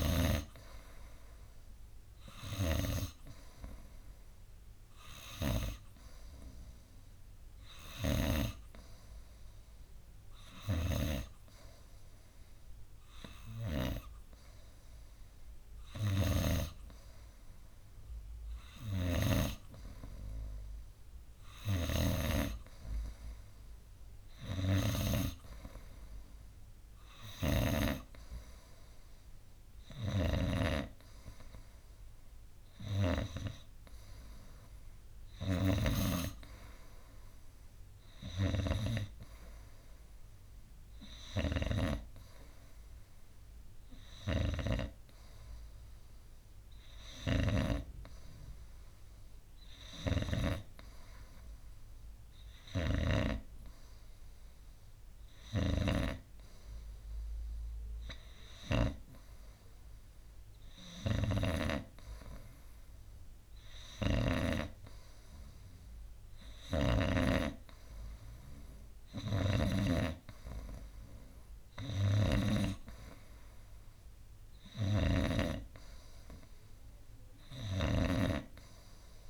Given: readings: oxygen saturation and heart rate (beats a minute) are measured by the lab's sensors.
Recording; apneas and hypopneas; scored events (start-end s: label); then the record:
breathing in sleep by a room microphone; none
19.00-25.50 s: snoring (device-marked)
27.50-48.00 s: snoring (device-marked)
50.00-53.50 s: snoring (device-marked)
64.00-67.50 s: snoring (device-marked)
69.50-78.50 s: snoring (device-marked)
From the record:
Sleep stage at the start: N3 (deep sleep); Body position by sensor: on the right side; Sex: male